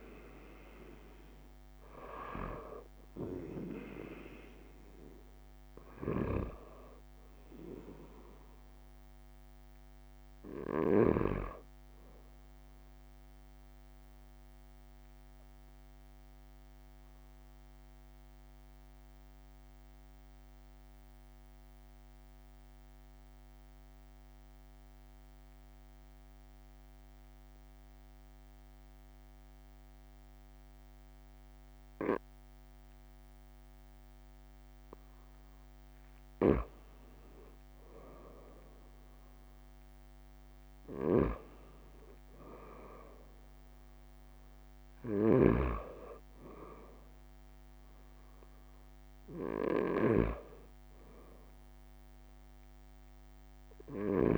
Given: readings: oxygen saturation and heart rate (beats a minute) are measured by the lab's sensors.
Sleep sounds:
breathing in sleep by a microphone on the trachea; 1
0.00-23.00 s: oxygen desaturation (device-marked, oxygen 91% lowest)
5.50-11.00 s: snoring (device-marked)
13.50-35.00 s: obstructive apnea (oxygen 98% before, 91% lowest)
28.00-30.00 s: long interval between heartbeats (device-marked)
34.50-36.50 s: long interval between heartbeats (device-marked)
37.50-42.00 s: arousal
39.50-41.50 s: long interval between heartbeats (device-marked)
43.00-54.38 s: oxygen desaturation (device-marked, oxygen 97% before, 93% lowest)
45.00-54.38 s: snoring (device-marked)
From the record:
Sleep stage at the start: N2 (light sleep); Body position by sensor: on the back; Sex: male

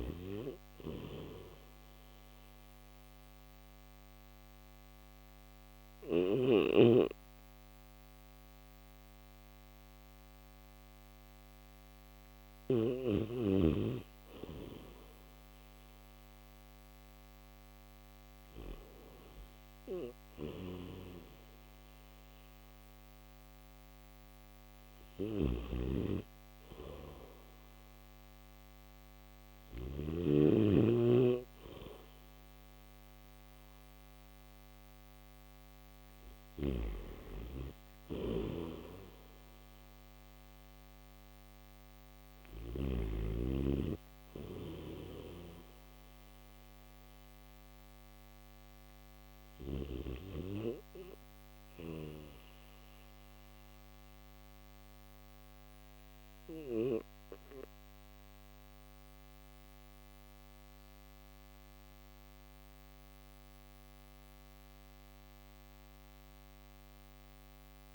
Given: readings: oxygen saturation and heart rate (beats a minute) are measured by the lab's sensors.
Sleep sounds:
breathing in sleep by a microphone on the trachea; none
23.00-67.95 s: new sleep stage, N1 (lightest sleep)
24.50-29.50 s: snoring (device-marked)
36.00-42.50 s: snoring (device-marked)
From the record:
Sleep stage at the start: N3 (deep sleep); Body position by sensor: on the back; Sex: male

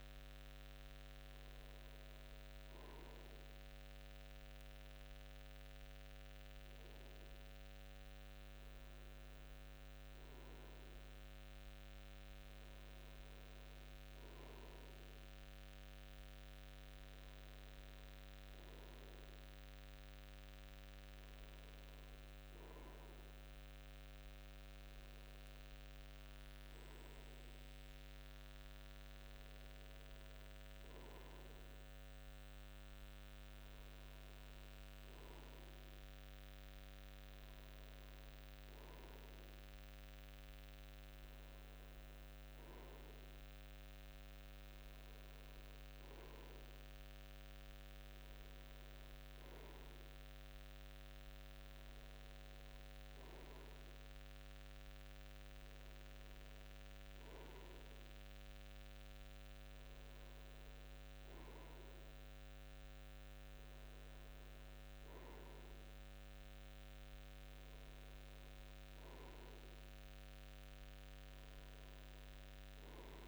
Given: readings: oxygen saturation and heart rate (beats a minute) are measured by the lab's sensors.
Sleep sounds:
breathing in sleep, hard to hear, by a microphone on the trachea; none
none scored
From the record:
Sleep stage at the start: N2 (light sleep); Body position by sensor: on the front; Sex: male

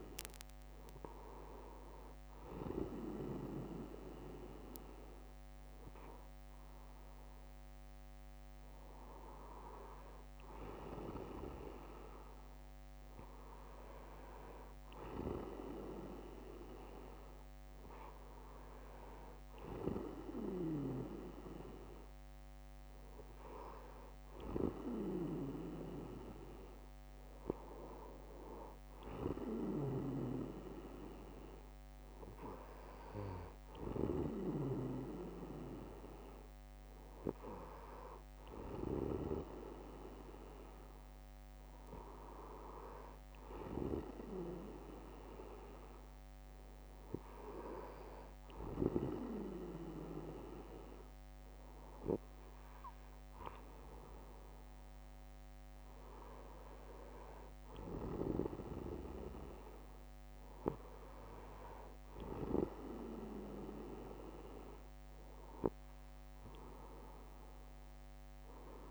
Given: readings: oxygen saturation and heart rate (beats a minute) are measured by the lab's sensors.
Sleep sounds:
breathing in sleep by a microphone on the trachea; none
5.50-9.50 s: bradycardia (device-marked, heart rate 61 before, 57 extreme)
29.50-31.50 s: bradycardia (device-marked, heart rate 61 before, 58 extreme)
57.50-59.50 s: bradycardia (device-marked, heart rate 61 before, 62 extreme)
From the record:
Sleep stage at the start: N2 (light sleep); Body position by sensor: on the back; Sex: male

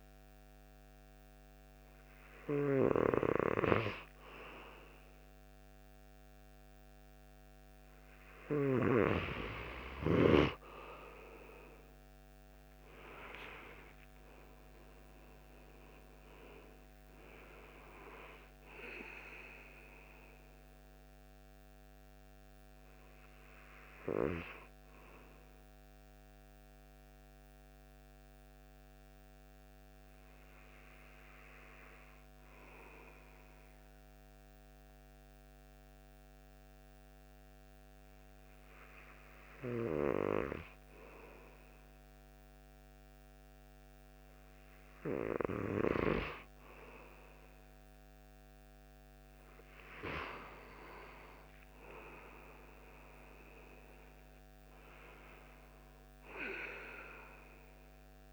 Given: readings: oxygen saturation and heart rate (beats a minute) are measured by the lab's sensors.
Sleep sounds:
breathing in sleep by a microphone on the trachea; 1
12.00-16.00 s: arousal
27.50-40.50 s: hypopnea (oxygen 96% before, 93% lowest)
47.50-52.50 s: arousal
From the record:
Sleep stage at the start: N2 (light sleep); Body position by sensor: on the right side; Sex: male

